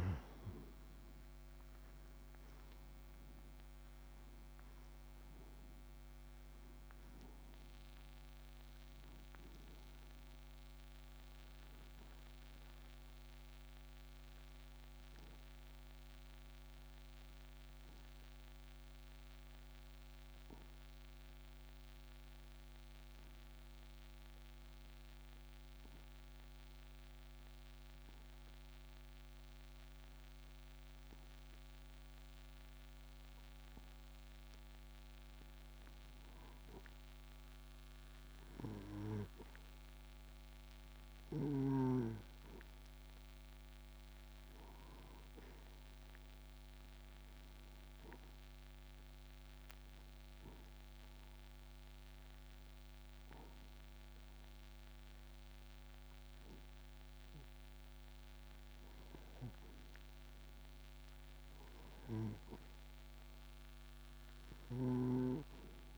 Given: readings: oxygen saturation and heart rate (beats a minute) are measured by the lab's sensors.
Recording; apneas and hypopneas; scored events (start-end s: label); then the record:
breathing in sleep by a microphone on the trachea; 2
0.00-3.00 s: arousal
9.00-37.00 s: oxygen desaturation (device-marked, oxygen 97% before, 87% lowest)
13.50-34.50 s: obstructive apnea (oxygen 97% before, 87% lowest)
38.00-42.00 s: arousal
48.00-65.98 s: oxygen desaturation (device-marked, oxygen 98% before, 87% lowest)
48.50-58.50 s: obstructive apnea (oxygen 98% before, 87% lowest)
64.00-65.98 s: arousal
From the record:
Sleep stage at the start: N2 (light sleep); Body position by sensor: on the right side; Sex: male